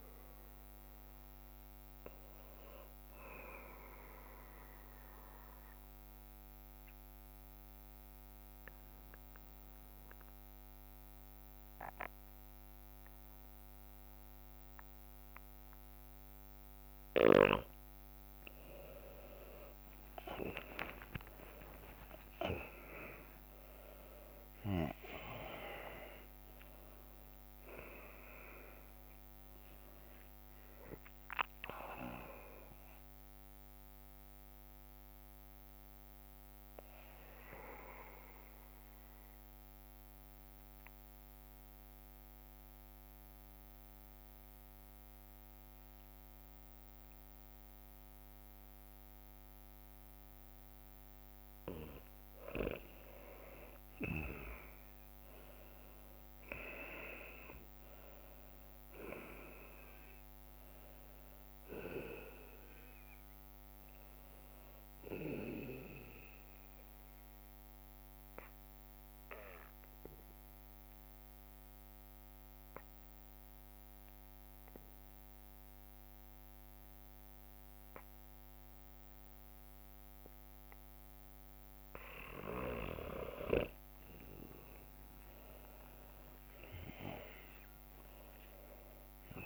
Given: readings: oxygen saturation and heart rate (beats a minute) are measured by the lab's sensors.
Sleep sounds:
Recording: breathing in sleep by a microphone on the trachea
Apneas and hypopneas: 3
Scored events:
1.50-16.50 s: bradycardia (device-marked, heart rate 61 before, 55 extreme)
2.00-4.50 s: leg movement (device-marked)
4.50-17.50 s: obstructive apnea (oxygen 99% before, 93% lowest, heart rate 65 before, 55 extreme)
6.00-9.00 s: leg movement (device-marked)
11.00-16.50 s: leg movement (device-marked)
18.00-25.00 s: leg movement (device-marked)
18.50-23.00 s: arousal
18.50-24.50 s: tachycardia (device-marked, heart rate 61 before, 123 extreme)
20.50-43.50 s: oxygen desaturation (device-marked, oxygen 98% before, 93% lowest, heart rate 58 before, 57 extreme)
22.00-24.00 s: long interval between heartbeats (device-marked, heart rate 58 before, 103 extreme)
26.50-28.50 s: leg movement (device-marked)
29.00-32.50 s: leg movement (device-marked)
34.00-42.00 s: leg movement (device-marked)
34.50-51.50 s: bradycardia (device-marked, heart rate 63 before, 57 extreme)
35.00-51.50 s: mixed apnea (oxygen 98% before, 93% lowest, heart rate 84 before, 56 extreme, up 8 after)
40.50-55.50 s: drop in pulse transit time (device-marked, heart rate 85 before, 57 extreme)
53.00-57.50 s: leg movement (device-marked)
53.50-57.00 s: arousal
55.50-73.50 s: oxygen desaturation (device-marked, oxygen 99% before, 93% lowest, heart rate 58 before, 56 extreme)
60.00-63.50 s: leg movement (device-marked)
63.50-67.50 s: leg movement (device-marked)
63.50-81.50 s: bradycardia (device-marked, heart rate 62 before, 56 extreme)
67.00-82.50 s: obstructive apnea (oxygen 100% before, 92% lowest, heart rate 61 before, 54 extreme, up 10 after)
69.50-77.00 s: leg movement (device-marked)
69.50-83.50 s: drop in pulse transit time (device-marked, heart rate 61 before, 56 extreme)
78.50-88.00 s: leg movement (device-marked)
84.50-88.00 s: arousal
From the record:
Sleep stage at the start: N2 (light sleep)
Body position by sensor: on the back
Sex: male

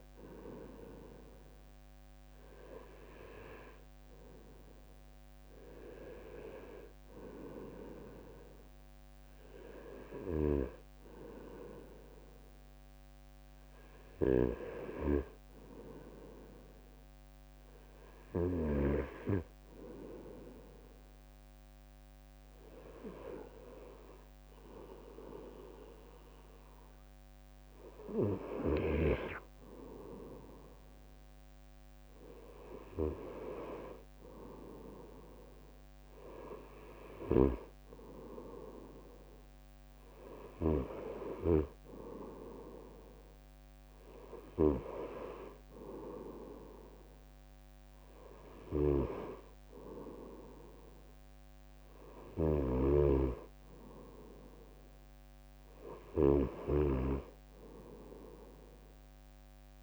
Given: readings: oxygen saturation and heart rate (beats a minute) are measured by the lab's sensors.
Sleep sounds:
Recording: breathing in sleep by a microphone on the trachea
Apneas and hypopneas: none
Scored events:
none scored
From the record:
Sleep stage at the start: N2 (light sleep)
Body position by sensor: on the right side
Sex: male

